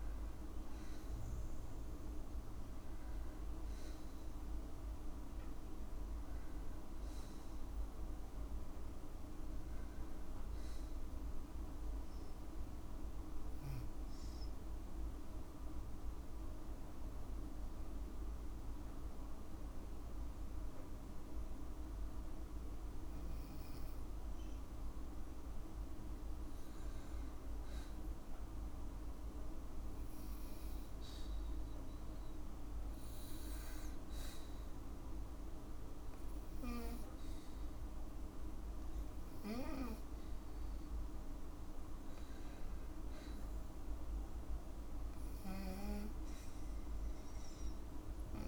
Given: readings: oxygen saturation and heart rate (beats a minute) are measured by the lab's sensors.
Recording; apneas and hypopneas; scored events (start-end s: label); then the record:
breathing in sleep, hard to hear, by a room microphone; 1
7.50-23.00 s: obstructive apnea (oxygen 97% before, 93% lowest, heart rate 58 before, 53 extreme, up 2 after)
18.00-33.00 s: oxygen desaturation (device-marked, oxygen 96% before, 93% lowest, heart rate 56 before, 53 extreme)
34.50-38.00 s: arousal
From the record:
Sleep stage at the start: N2 (light sleep); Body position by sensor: on the back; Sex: female